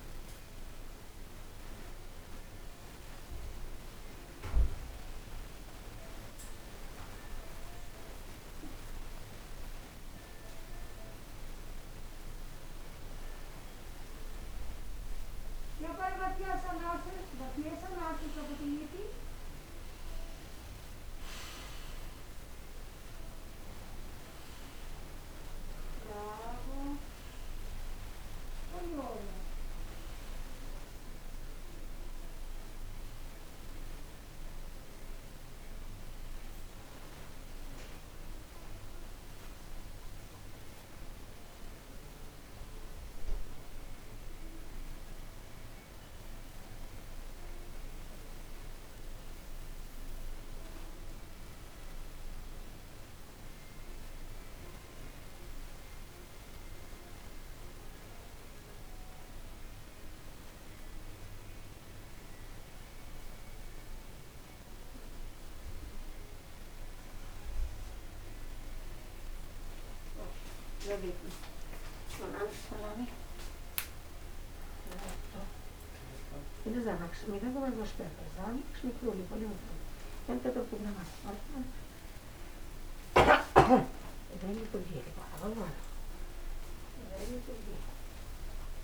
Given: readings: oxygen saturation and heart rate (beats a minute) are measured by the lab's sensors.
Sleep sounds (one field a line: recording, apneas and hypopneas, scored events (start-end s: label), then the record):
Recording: a person awake in a sleep study, by a room microphone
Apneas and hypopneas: none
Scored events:
86.00-88.00 s: long interval between heartbeats (device-marked, heart rate 86 before, 133 extreme)
From the record:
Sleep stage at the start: awake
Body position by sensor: upright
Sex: male